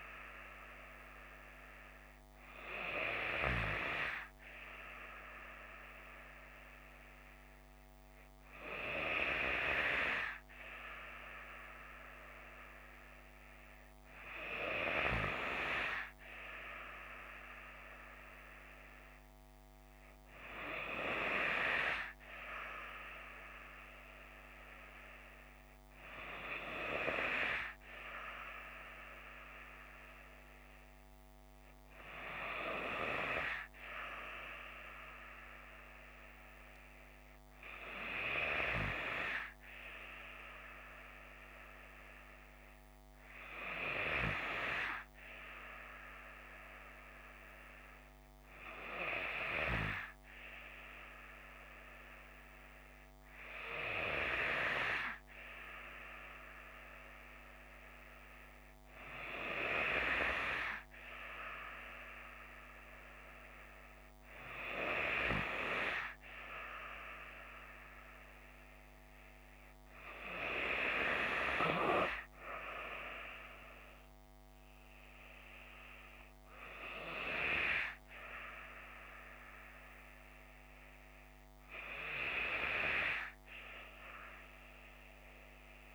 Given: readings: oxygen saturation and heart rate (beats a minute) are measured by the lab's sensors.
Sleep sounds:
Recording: breathing in sleep by a microphone on the trachea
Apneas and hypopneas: none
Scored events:
none scored
From the record:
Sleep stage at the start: N3 (deep sleep)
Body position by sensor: on the left side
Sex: female

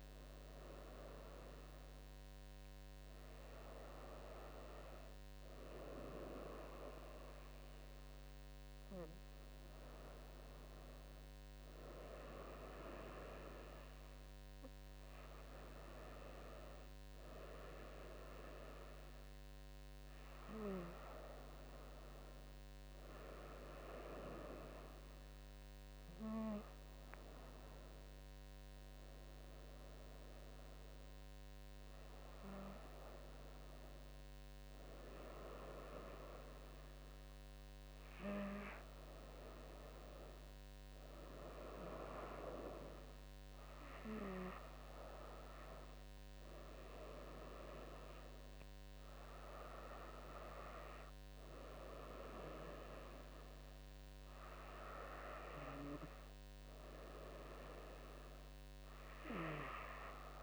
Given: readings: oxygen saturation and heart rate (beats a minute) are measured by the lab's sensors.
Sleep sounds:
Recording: breathing in sleep by a microphone on the trachea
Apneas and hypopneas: none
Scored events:
11.50-21.50 s: drop in pulse transit time (device-marked, heart rate 74 before, 75 extreme)
48.50-60.43 s: drop in pulse transit time (device-marked, heart rate 75 before, 77 extreme)
From the record:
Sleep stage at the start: N2 (light sleep)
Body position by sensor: on the right side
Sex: female

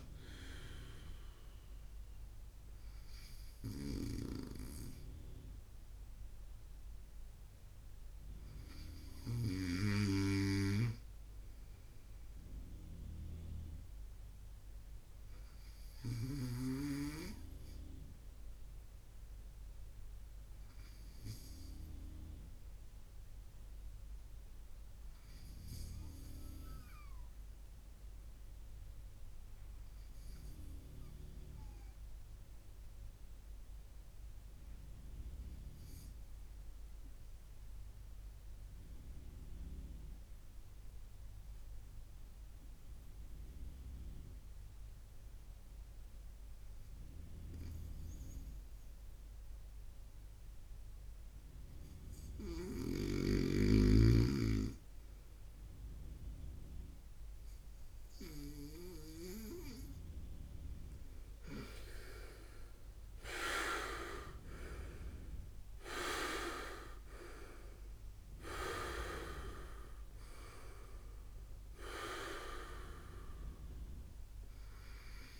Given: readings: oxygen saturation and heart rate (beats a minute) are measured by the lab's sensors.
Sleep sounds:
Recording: breathing in sleep by a room microphone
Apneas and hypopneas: 1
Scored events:
0.00-9.00 s: snoring (device-marked)
11.50-57.50 s: obstructive apnea (oxygen 98% before, 94% lowest, heart rate 64 before, 56 extreme, up 11 after)
56.00-75.40 s: oxygen desaturation (device-marked, oxygen 98% before, 94% lowest, heart rate 58 before, 58 extreme)
60.50-65.00 s: arousal
From the record:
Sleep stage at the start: N2 (light sleep)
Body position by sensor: on the right side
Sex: male

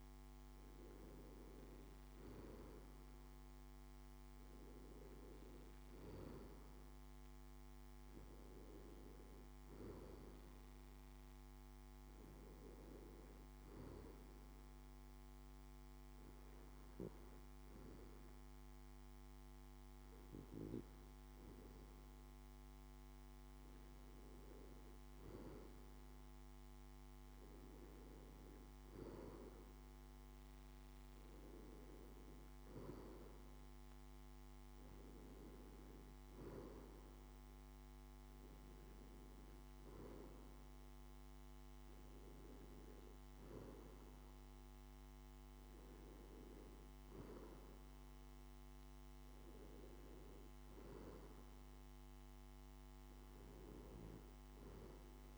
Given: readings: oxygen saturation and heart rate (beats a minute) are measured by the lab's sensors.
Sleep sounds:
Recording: breathing in sleep by a microphone on the trachea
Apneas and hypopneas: none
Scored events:
none scored
From the record:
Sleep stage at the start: N2 (light sleep)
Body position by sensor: on the back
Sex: male

